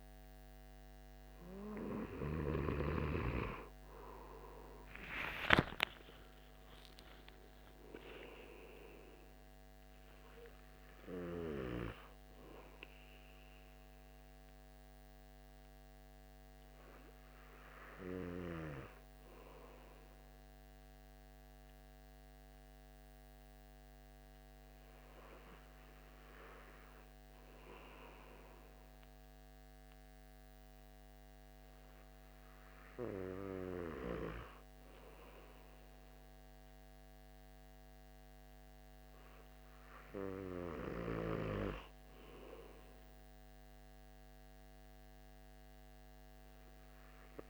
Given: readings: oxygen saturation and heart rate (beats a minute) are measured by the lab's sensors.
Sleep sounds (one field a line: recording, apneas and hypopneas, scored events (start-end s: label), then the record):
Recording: breathing in sleep by a microphone on the trachea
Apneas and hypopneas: 1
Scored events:
4.50-9.50 s: arousal
15.50-41.50 s: hypopnea (oxygen 96% before, 93% lowest, heart rate 81 before, 68 extreme, up 2 after)
43.50-47.50 s: oxygen desaturation (device-marked, oxygen 97% before, 93% lowest, heart rate 71 before, 66 extreme)
From the record:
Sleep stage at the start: N2 (light sleep)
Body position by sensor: on the back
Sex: male